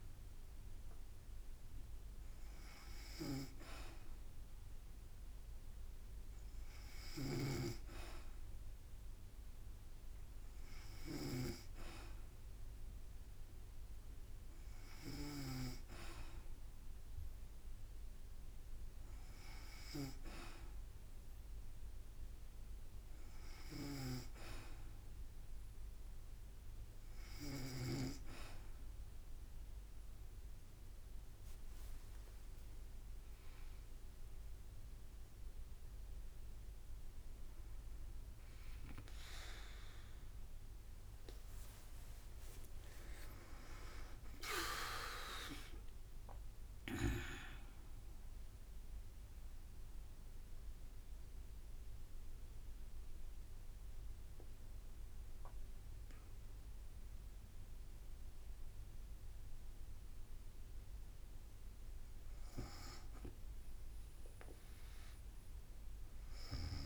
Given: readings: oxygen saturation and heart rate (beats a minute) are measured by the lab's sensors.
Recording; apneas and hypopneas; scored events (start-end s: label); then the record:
breathing in sleep by a room microphone; 1
6.50-15.00 s: snoring (device-marked)
38.00-58.00 s: drop in pulse transit time (device-marked, heart rate 56 before, 55 extreme)
40.00-44.50 s: arousal
47.00-60.50 s: central apnea (oxygen 95% before, 94% lowest, heart rate 56 before, 55 extreme, up 0 after)
From the record:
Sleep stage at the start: N2 (light sleep); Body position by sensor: on the back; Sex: female